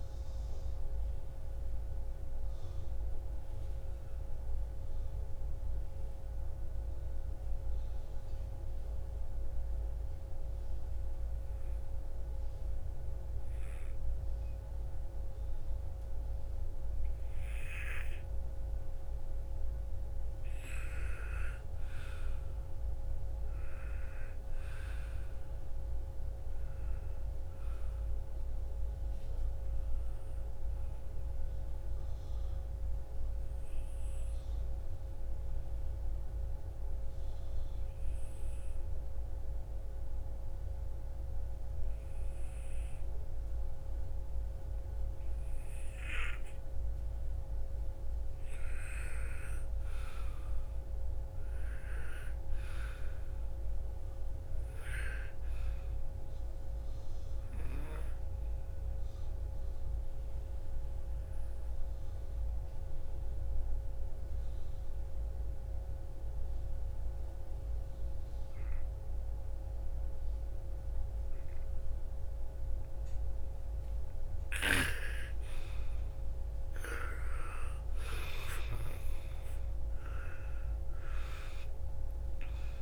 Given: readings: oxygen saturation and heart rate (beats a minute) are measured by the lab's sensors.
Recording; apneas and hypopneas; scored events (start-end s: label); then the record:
breathing in sleep by a room microphone; 3
0.00-18.50 s: oxygen desaturation (device-marked, oxygen 90% lowest, heart rate 54 extreme)
9.00-23.50 s: obstructive apnea (oxygen 97% before, 91% lowest, heart rate 60 before, 54 extreme, up 10 after)
25.00-28.50 s: arousal
25.50-37.50 s: oxygen desaturation (device-marked, oxygen 99% before, 92% lowest, heart rate 59 before, 54 extreme)
35.50-48.50 s: obstructive apnea (oxygen 99% before, 89% lowest, heart rate 61 before, 54 extreme, up 14 after)
50.00-54.00 s: arousal
53.50-68.50 s: oxygen desaturation (device-marked, oxygen 98% before, 91% lowest, heart rate 57 before, 50 extreme)
59.50-74.00 s: obstructive apnea (oxygen 98% before, 89% lowest, heart rate 60 before, 50 extreme, up 20 after)
75.00-78.50 s: arousal
79.50-82.82 s: oxygen desaturation (device-marked, oxygen 98% before, 89% lowest, heart rate 57 before, 52 extreme)
From the record:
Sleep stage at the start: N2 (light sleep); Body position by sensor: on the front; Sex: female